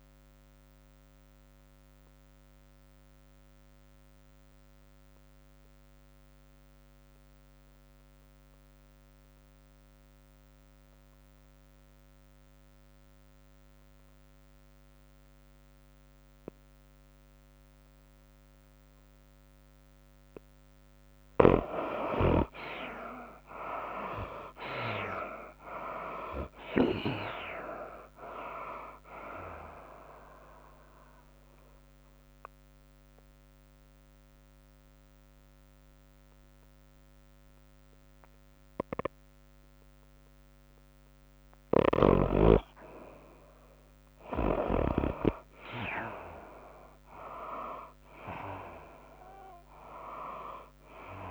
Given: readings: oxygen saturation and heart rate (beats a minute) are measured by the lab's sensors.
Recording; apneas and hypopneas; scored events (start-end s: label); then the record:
breathing in sleep by a microphone on the trachea; 2
0.00-11.00 s: oxygen desaturation (device-marked, oxygen 63% lowest, heart rate 91 extreme)
0.00-11.00 s: tachycardia (device-marked, heart rate 97 before, 106 extreme)
1.00-12.00 s: drop in pulse transit time (device-marked, heart rate 98 before, 98 extreme)
1.00-21.00 s: obstructive apnea (oxygen 98% before, 53% lowest, heart rate 98 before, 96 extreme, up 15 after)
13.00-41.00 s: oxygen desaturation (device-marked, oxygen 79% before, 53% lowest, heart rate 99 before, 96 extreme)
21.00-51.31 s: tachycardia (device-marked, heart rate 98 before, 118 extreme)
24.00-28.00 s: arousal
25.00-39.00 s: drop in pulse transit time (device-marked, heart rate 101 before, 102 extreme)
30.50-42.00 s: mixed apnea (oxygen 79% before, 53% lowest, heart rate 101 before, 109 extreme, up 0 after)
43.00-51.31 s: oxygen desaturation (device-marked, oxygen 97% before, 74% lowest, heart rate 112 before, 97 extreme)
46.00-50.00 s: arousal
From the record:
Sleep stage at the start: REM sleep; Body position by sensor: on the back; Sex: female